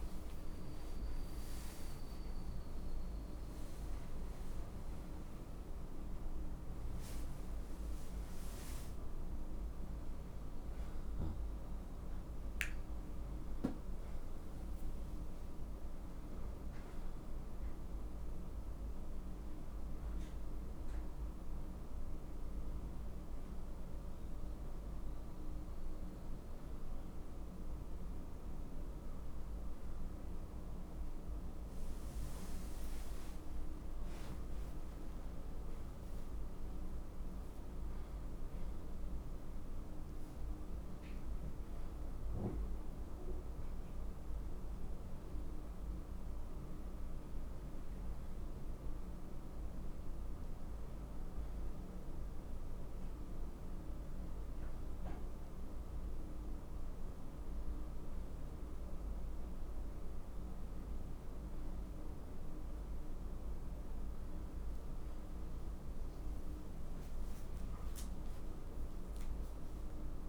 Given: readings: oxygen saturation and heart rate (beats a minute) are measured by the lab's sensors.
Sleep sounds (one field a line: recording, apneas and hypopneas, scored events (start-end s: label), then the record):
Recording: breathing in sleep, hard to hear, by a room microphone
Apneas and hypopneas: none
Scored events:
32.00-36.50 s: arousal
36.50-40.50 s: oxygen desaturation (device-marked, oxygen 94% before, 91% lowest, heart rate 75 before, 76 extreme)
From the record:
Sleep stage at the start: N1 (lightest sleep)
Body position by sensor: on the right side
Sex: male